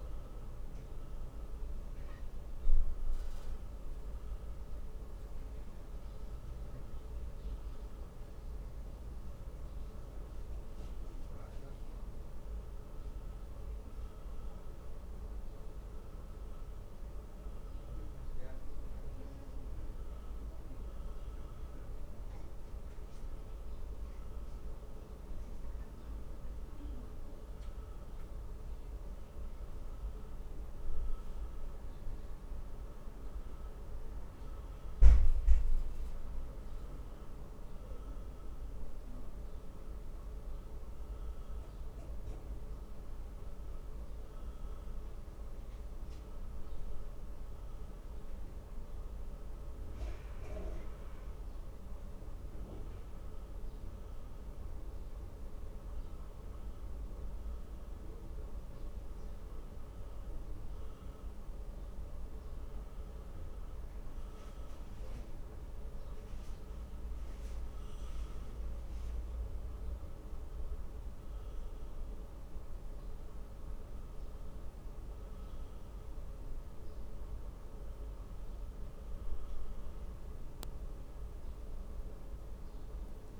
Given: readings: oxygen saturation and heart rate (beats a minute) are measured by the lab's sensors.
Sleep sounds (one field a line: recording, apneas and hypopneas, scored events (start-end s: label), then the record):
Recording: breathing in sleep, hard to hear, by a room microphone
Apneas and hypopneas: none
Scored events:
none scored
From the record:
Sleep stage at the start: N1 (lightest sleep)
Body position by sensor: on the back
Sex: male